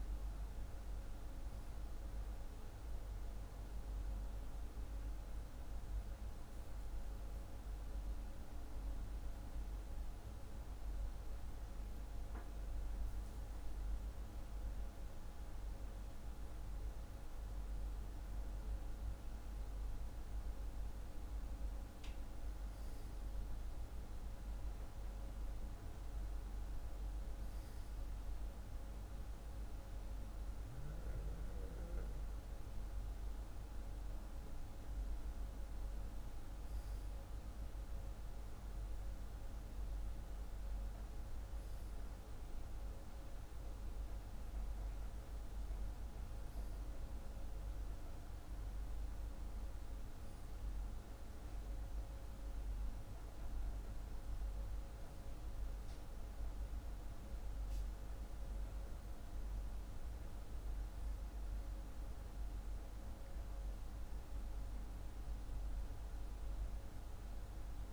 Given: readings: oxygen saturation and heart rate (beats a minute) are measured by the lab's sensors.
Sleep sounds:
breathing in sleep, hard to hear, by a room microphone; 1
4.50-17.00 s: obstructive apnea (oxygen 99% before, 95% lowest, heart rate 83 before, 46 extreme, up 11 after)
14.50-67.92 s: new sleep stage, N2 (light sleep)
19.00-22.50 s: arousal
From the record:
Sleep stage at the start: N1 (lightest sleep); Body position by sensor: on the back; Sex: male

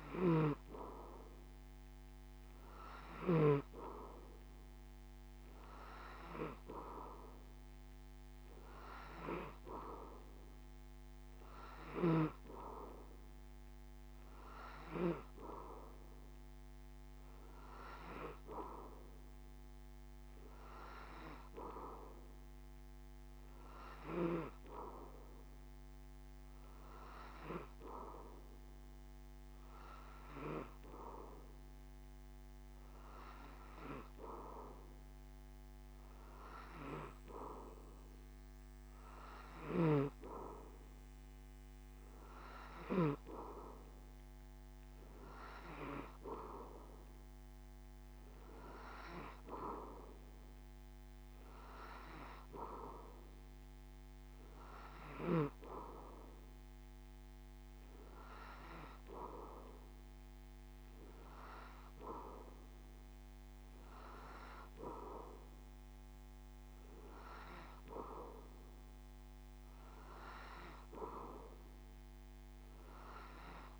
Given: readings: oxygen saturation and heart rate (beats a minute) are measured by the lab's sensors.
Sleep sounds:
breathing in sleep by a microphone on the trachea; none
0.00-3.50 s: snoring (device-marked)
From the record:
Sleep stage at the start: N3 (deep sleep); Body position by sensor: on the back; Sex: male

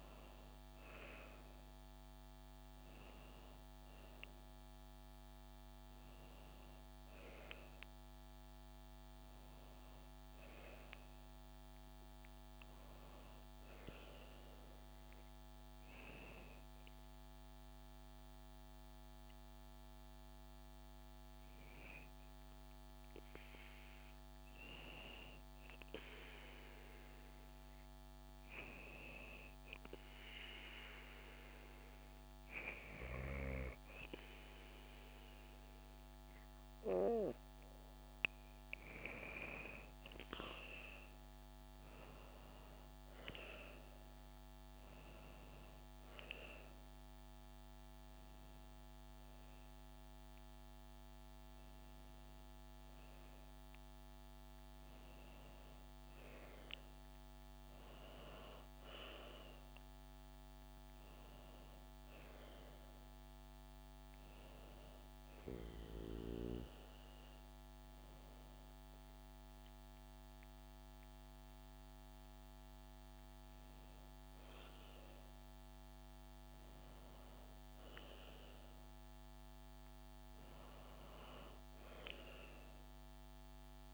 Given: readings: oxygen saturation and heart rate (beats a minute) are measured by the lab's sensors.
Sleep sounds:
breathing in sleep by a microphone on the trachea; 2
14.00-25.50 s: hypopnea (oxygen 96% before, 95% lowest, heart rate 72 before, 62 extreme, up 8 after)
29.00-32.50 s: arousal
59.00-62.50 s: arousal
65.50-78.00 s: hypopnea (oxygen 96% before, 95% lowest, heart rate 73 before, 65 extreme, up 10 after)
72.00-83.94 s: new sleep stage, N1 (lightest sleep)
79.50-83.50 s: arousal
From the record:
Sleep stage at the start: N2 (light sleep); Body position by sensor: on the back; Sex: female

